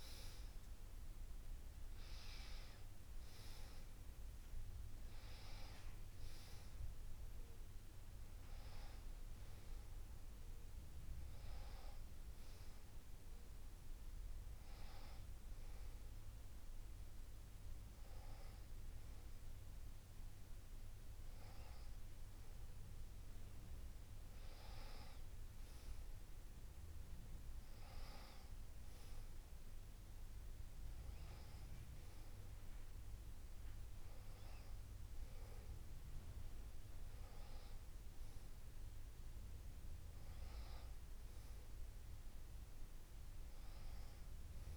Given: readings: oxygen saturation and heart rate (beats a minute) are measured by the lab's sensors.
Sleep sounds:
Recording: breathing in sleep, hard to hear, by a room microphone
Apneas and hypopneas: none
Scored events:
none scored
From the record:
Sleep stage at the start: N1 (lightest sleep)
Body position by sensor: on the back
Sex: female

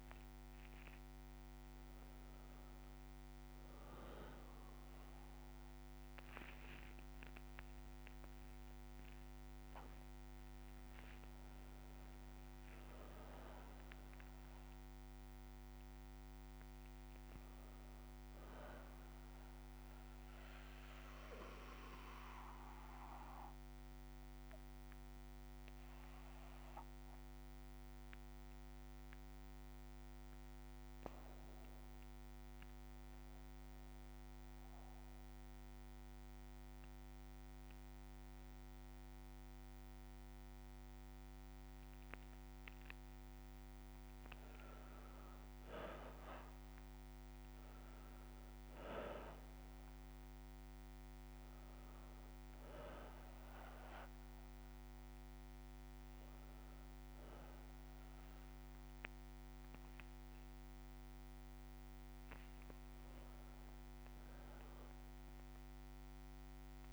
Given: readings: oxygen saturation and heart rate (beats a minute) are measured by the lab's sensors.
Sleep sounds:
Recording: a person partly awake in a sleep study, hard to hear, by a microphone on the trachea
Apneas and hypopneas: 1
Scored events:
6.50-36.50 s: new sleep stage, N1 (lightest sleep)
22.50-39.50 s: bradycardia (device-marked, heart rate 61 before, 57 extreme)
23.00-42.50 s: mixed apnea (oxygen 99% before, 95% lowest, heart rate 63 before, 57 extreme, up 5 after)
36.50-66.93 s: new sleep stage, N2 (light sleep)
43.50-66.93 s: oxygen desaturation (device-marked, oxygen 98% before, 95% lowest, heart rate 59 before, 58 extreme)
44.00-47.00 s: arousal
64.50-66.50 s: long interval between heartbeats (device-marked, heart rate 63 before, 86 extreme)
From the record:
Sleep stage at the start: awake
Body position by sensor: on the back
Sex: male

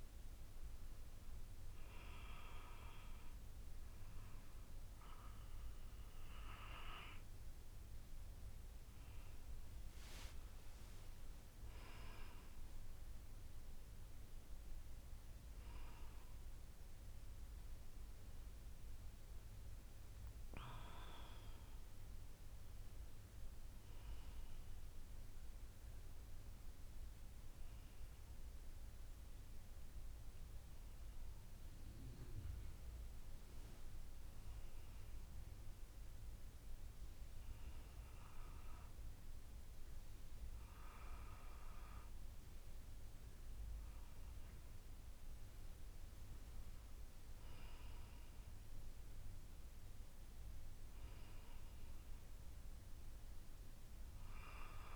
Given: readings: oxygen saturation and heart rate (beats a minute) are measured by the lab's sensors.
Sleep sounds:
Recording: a person awake in a sleep study, by a room microphone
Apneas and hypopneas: none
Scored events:
27.50-54.96 s: new sleep stage, N1 (lightest sleep)
From the record:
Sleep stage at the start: awake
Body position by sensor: on the back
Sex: female

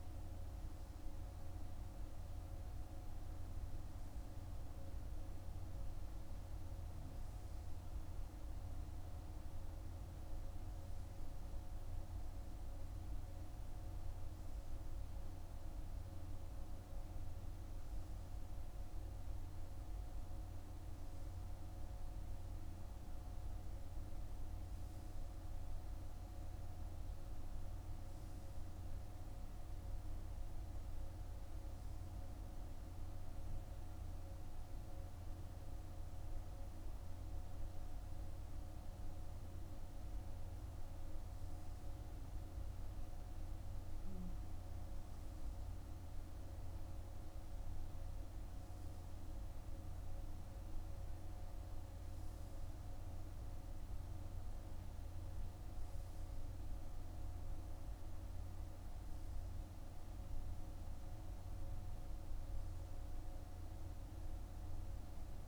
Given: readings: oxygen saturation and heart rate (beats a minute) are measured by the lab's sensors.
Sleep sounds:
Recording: breathing in sleep, hard to hear, by a room microphone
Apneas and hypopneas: none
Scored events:
none scored
From the record:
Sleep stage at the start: N3 (deep sleep)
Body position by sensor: on the right side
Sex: male

